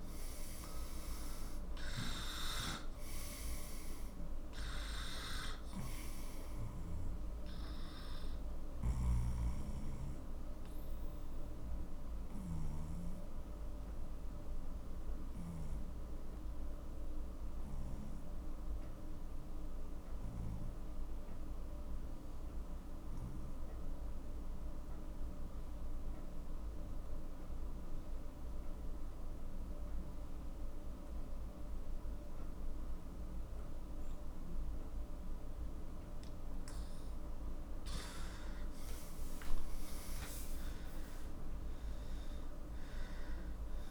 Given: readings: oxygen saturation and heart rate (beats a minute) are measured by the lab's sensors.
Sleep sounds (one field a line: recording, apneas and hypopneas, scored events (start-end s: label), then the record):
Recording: breathing in sleep, hard to hear, by a room microphone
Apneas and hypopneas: 1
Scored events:
0.00-23.50 s: oxygen desaturation (device-marked, oxygen 90% lowest, heart rate 39 extreme)
9.00-36.50 s: obstructive apnea (oxygen 98% before, 90% lowest, heart rate 55 before, 40 extreme, up 14 after)
38.50-42.50 s: arousal
39.50-43.90 s: oxygen desaturation (device-marked, oxygen 98% before, 91% lowest, heart rate 47 before, 40 extreme)
From the record:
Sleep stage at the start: N2 (light sleep)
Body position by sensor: on the left side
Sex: male